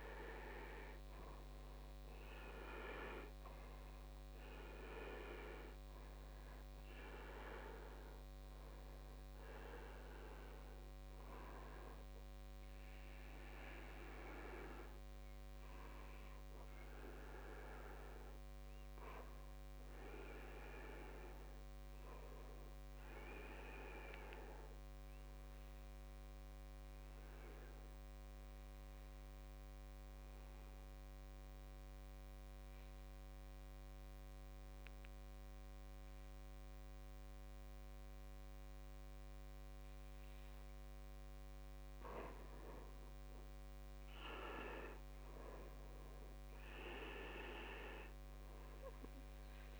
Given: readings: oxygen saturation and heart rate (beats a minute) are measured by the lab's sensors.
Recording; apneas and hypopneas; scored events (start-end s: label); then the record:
breathing in sleep by a microphone on the trachea; 1
0.00-2.50 s: arousal
0.00-29.50 s: oxygen desaturation (device-marked, oxygen 81% lowest, heart rate 55 extreme)
26.00-41.50 s: obstructive apnea (oxygen 97% before, 83% lowest, heart rate 62 before, 55 extreme, up 7 after)
43.00-46.50 s: arousal
From the record:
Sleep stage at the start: N2 (light sleep); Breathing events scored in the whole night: 376 in 4.7 hours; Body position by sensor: on the back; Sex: male